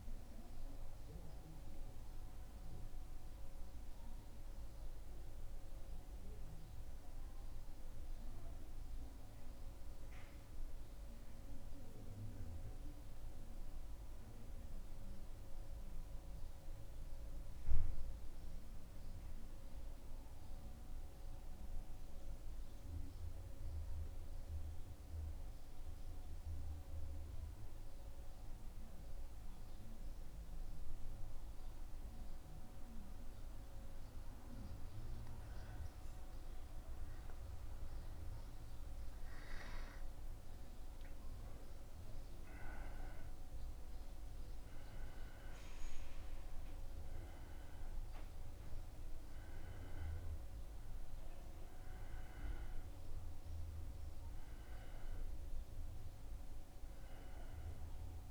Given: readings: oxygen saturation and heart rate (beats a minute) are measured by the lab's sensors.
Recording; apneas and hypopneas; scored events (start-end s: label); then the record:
breathing in sleep, hard to hear, by a room microphone; 1
2.50-33.50 s: central apnea (oxygen 99% before, 94% lowest, heart rate 77 before, 75 extreme, up 1 after)
36.50-41.50 s: arousal
From the record:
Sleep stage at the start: N2 (light sleep); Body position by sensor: on the back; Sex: male